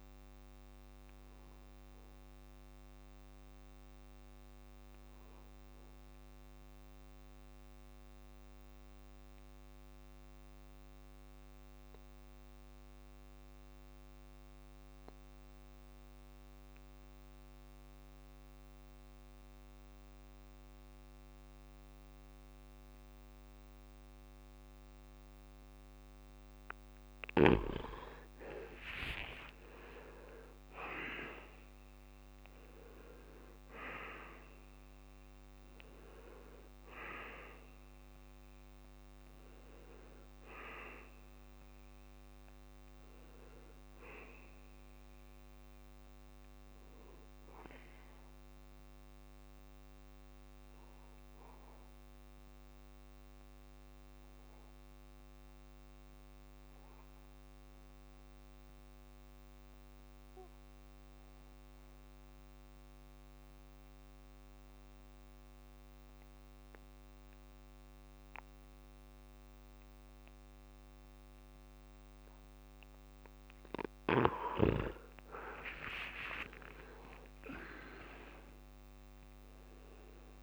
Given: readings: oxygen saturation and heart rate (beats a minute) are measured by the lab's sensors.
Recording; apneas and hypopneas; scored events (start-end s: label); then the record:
breathing in sleep by a microphone on the trachea; 2
0.00-1.50 s: oxygen desaturation (device-marked, oxygen 86% lowest, heart rate 65 extreme)
1.50-4.00 s: arousal
6.50-27.00 s: obstructive apnea (oxygen 98% before, 84% lowest, heart rate 67 before, 66 extreme, up 49 after)
20.50-52.50 s: oxygen desaturation (device-marked, oxygen 97% before, 84% lowest, heart rate 67 before, 65 extreme)
28.50-33.50 s: arousal
50.00-74.50 s: mixed apnea (oxygen 95% before, 85% lowest, heart rate 82 before, 65 extreme)
69.50-80.43 s: oxygen desaturation (device-marked, oxygen 98% before, 85% lowest, heart rate 66 before, 65 extreme)
76.00-80.00 s: arousal
From the record:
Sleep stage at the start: N2 (light sleep); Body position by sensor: on the back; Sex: male